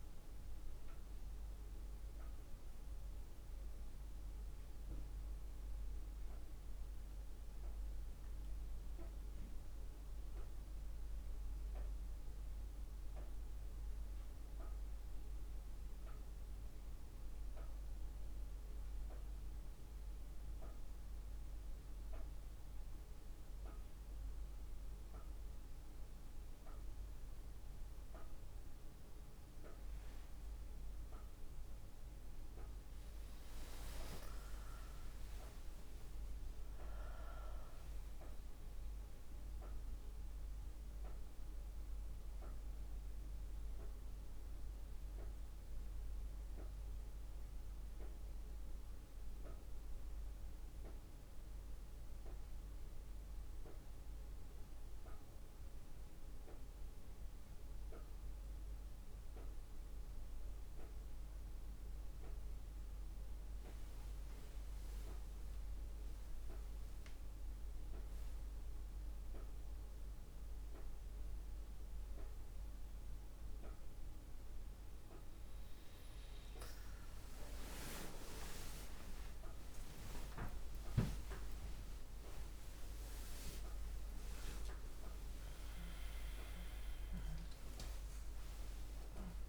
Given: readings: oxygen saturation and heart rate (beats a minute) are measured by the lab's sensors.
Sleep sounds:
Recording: breathing in sleep by a room microphone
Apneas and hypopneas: 1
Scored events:
34.00-39.50 s: arousal
52.50-69.50 s: central apnea (oxygen 98% before, 94% lowest, heart rate 61 before, 57 extreme, up 11 after)
75.00-89.49 s: oxygen desaturation (device-marked, oxygen 98% before, 94% lowest, heart rate 58 before, 61 extreme)
From the record:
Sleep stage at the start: N1 (lightest sleep)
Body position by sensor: on the back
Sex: female

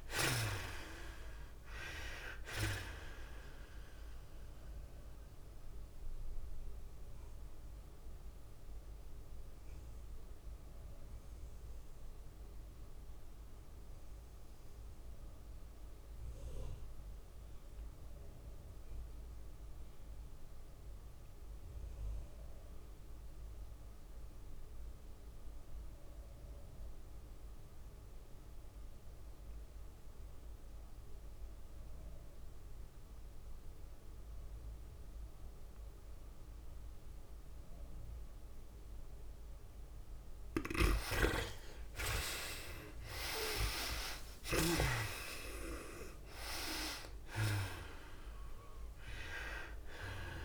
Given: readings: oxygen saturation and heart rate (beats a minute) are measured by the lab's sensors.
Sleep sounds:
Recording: breathing in sleep by a room microphone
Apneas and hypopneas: 1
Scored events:
0.00-11.50 s: drop in pulse transit time (device-marked, heart rate 80 extreme)
0.00-12.50 s: tachycardia (device-marked, heart rate 118 extreme)
0.00-16.50 s: oxygen desaturation (device-marked, oxygen 50% lowest, heart rate 61 extreme)
4.50-41.00 s: mixed apnea (oxygen 72% before, 50% lowest, heart rate 83 before, 61 extreme, up 39 after)
13.00-15.00 s: long interval between heartbeats (device-marked, heart rate 101 before, 114 extreme)
15.00-17.00 s: long interval between heartbeats (device-marked, heart rate 105 before, 93 extreme)
18.50-50.45 s: oxygen desaturation (device-marked, oxygen 98% before, 58% lowest, heart rate 108 before, 61 extreme)
21.00-23.00 s: long interval between heartbeats (device-marked, heart rate 108 before, 98 extreme)
26.50-28.50 s: long interval between heartbeats (device-marked, heart rate 100 before, 61 extreme)
29.00-31.00 s: long interval between heartbeats (device-marked, heart rate 95 before, 70 extreme)
32.50-34.50 s: long interval between heartbeats (device-marked, heart rate 87 before, 78 extreme)
39.50-50.45 s: tachycardia (device-marked, heart rate 103 before, 117 extreme)
42.50-48.00 s: arousal
46.50-50.45 s: drop in pulse transit time (device-marked, heart rate 86 before, 109 extreme)
From the record:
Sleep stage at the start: N2 (light sleep)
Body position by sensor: on the back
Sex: female

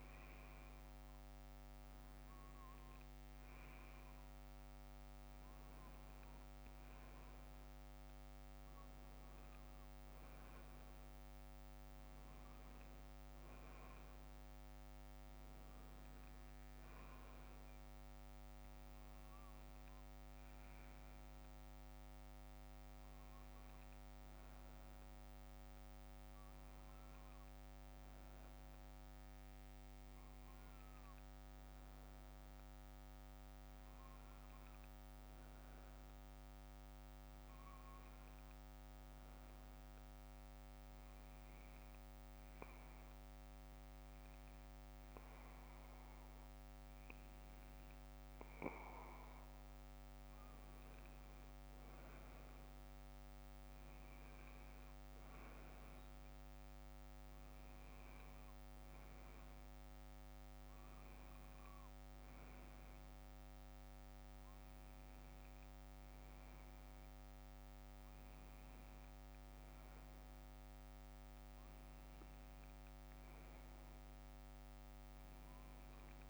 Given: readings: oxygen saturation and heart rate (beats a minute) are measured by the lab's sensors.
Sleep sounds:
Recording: breathing in sleep, hard to hear, by a microphone on the trachea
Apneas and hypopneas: none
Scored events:
51.00-55.00 s: arousal
61.00-64.00 s: bradycardia (device-marked, heart rate 65 before, 57 extreme)
65.00-68.00 s: bradycardia (device-marked, heart rate 65 before, 59 extreme)
From the record:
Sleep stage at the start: N1 (lightest sleep)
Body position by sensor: on the left side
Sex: male

